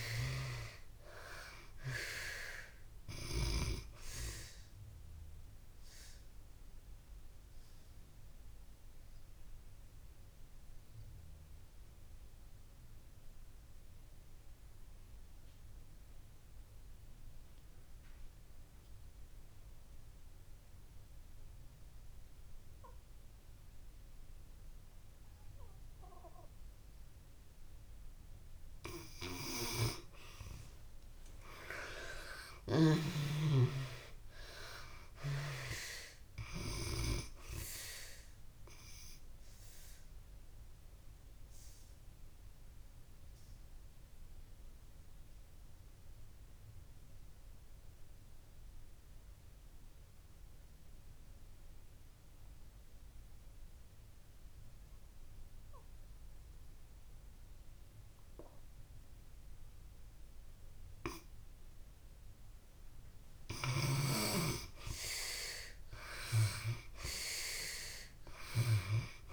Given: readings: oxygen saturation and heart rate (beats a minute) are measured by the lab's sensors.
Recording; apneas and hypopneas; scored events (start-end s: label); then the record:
breathing in sleep by a room microphone; 2
0.00-2.50 s: arousal
5.50-26.50 s: oxygen desaturation (device-marked, oxygen 94% before, 71% lowest)
5.50-28.50 s: obstructive apnea (oxygen 95% before, 71% lowest)
31.00-34.50 s: arousal
32.50-60.50 s: oxygen desaturation (device-marked, oxygen 95% before, 72% lowest)
39.50-62.50 s: obstructive apnea (oxygen 95% before, 71% lowest)
62.50-69.33 s: oxygen desaturation (device-marked, oxygen 96% before, 73% lowest)
65.00-67.50 s: arousal
From the record:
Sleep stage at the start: N2 (light sleep); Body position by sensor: on the back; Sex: female